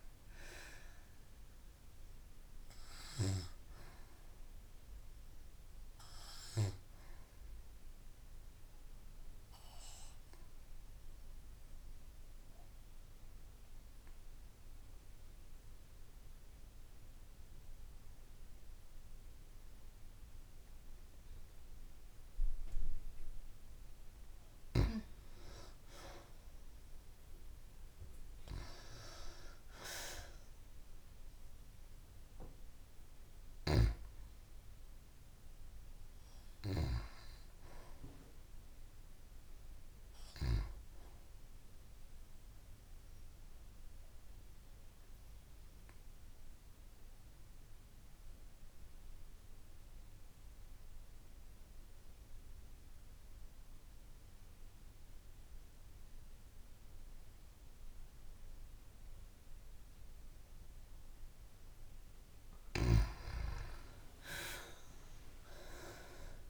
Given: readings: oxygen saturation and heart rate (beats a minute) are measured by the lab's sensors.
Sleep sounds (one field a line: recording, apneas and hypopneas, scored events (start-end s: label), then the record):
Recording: breathing in sleep by a room microphone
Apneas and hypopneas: 2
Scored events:
9.50-24.50 s: obstructive apnea (oxygen 96% before, 88% lowest, heart rate 56 before, 52 extreme, up 21 after)
24.00-42.00 s: oxygen desaturation (device-marked, oxygen 95% before, 88% lowest, heart rate 54 before, 54 extreme)
26.50-29.50 s: arousal
42.50-62.00 s: obstructive apnea (oxygen 95% before, 87% lowest, heart rate 63 before, 53 extreme, up 39 after)
64.00-66.50 s: arousal
65.00-66.50 s: oxygen desaturation (device-marked, oxygen 97% before, 92% lowest, heart rate 65 before, 53 extreme)
From the record:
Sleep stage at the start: N2 (light sleep)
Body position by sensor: on the back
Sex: female